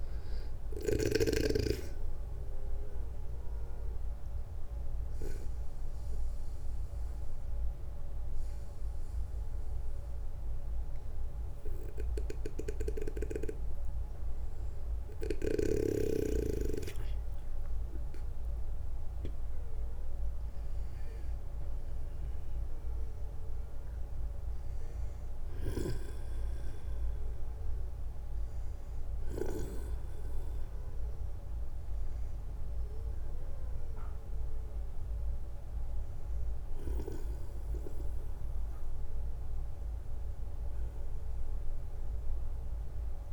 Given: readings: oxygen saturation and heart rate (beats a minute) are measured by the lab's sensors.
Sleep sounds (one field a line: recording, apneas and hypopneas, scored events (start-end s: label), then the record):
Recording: breathing in sleep by a room microphone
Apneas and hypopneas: 1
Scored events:
0.00-4.50 s: oxygen desaturation (device-marked, oxygen 92% lowest, heart rate 60 extreme)
6.00-17.50 s: obstructive apnea (oxygen 96% before, 92% lowest, heart rate 65 before, 60 extreme, up 10 after)
19.00-23.00 s: arousal
From the record:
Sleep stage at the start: N2 (light sleep)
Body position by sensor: on the back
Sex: male